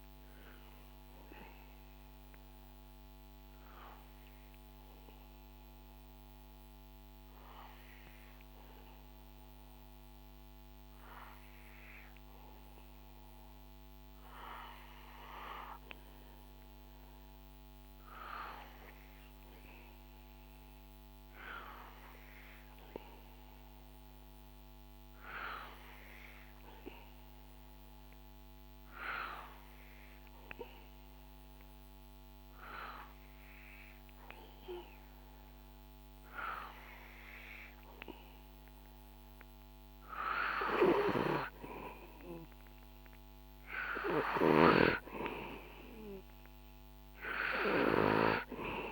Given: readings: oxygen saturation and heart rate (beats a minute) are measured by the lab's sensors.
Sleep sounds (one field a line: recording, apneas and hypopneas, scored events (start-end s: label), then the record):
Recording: breathing in sleep by a microphone on the trachea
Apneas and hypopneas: 1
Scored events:
0.00-13.00 s: oxygen desaturation (device-marked, oxygen 91% lowest, heart rate 59 extreme)
2.50-36.50 s: obstructive apnea (oxygen 98% before, 91% lowest, heart rate 64 before, 59 extreme, up 5 after)
42.00-46.50 s: arousal
From the record:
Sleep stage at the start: N2 (light sleep)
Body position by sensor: on the back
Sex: male